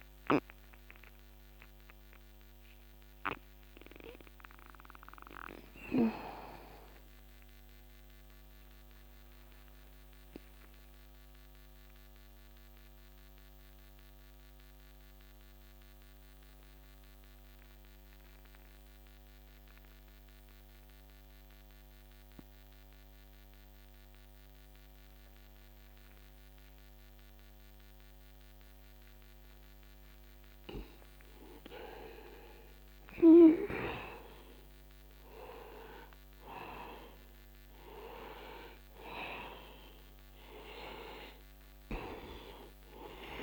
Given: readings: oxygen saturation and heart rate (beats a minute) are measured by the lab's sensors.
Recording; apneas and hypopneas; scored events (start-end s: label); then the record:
breathing in sleep by a microphone on the trachea; 1
0.00-11.00 s: oxygen desaturation (device-marked, oxygen 97% before, 85% lowest, heart rate 62 before, 61 extreme)
4.50-8.00 s: arousal
11.00-32.00 s: mixed apnea (oxygen 96% before, 87% lowest, heart rate 69 before, 61 extreme, up 1 after)
34.50-39.00 s: arousal
41.00-43.43 s: oxygen desaturation (device-marked, oxygen 97% before, 87% lowest, heart rate 61 before, 61 extreme)
From the record:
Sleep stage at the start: N2 (light sleep); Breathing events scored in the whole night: 150 in 2.6 hours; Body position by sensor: on the back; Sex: male